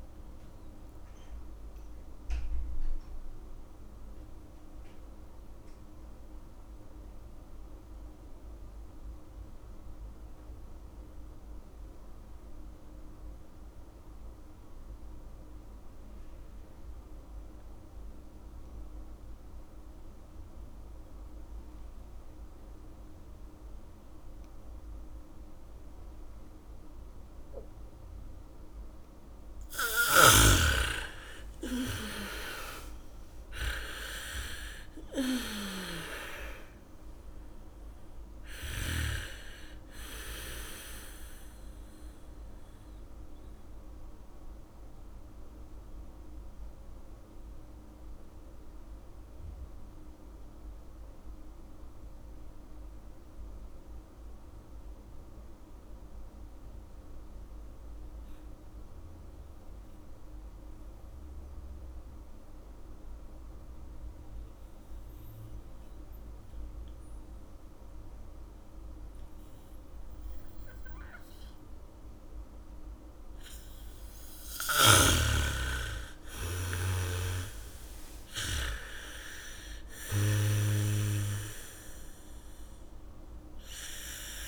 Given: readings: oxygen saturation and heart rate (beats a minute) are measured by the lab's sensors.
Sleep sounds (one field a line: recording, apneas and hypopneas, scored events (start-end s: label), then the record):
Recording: breathing in sleep by a room microphone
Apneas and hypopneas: 2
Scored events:
0.00-7.50 s: oxygen desaturation (device-marked, oxygen 76% lowest, heart rate 49 extreme)
0.50-29.00 s: mixed apnea (oxygen 96% before, 74% lowest, heart rate 67 before, 27 extreme, up 1 after)
20.50-55.50 s: oxygen desaturation (device-marked, oxygen 99% before, 74% lowest, heart rate 76 before, 27 extreme)
21.50-37.50 s: bradycardia (device-marked, heart rate 71 before, 27 extreme)
30.50-39.50 s: snoring (device-marked)
31.00-36.50 s: arousal
43.50-73.00 s: mixed apnea (oxygen 99% before, 74% lowest, heart rate 51 before, 27 extreme, up 1 after)
67.50-84.48 s: oxygen desaturation (device-marked, oxygen 99% before, 77% lowest, heart rate 74 before, 27 extreme)
75.50-80.00 s: arousal
75.50-82.50 s: bradycardia (device-marked, heart rate 70 before, 27 extreme)
From the record:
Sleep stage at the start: N2 (light sleep)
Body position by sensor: on the back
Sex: female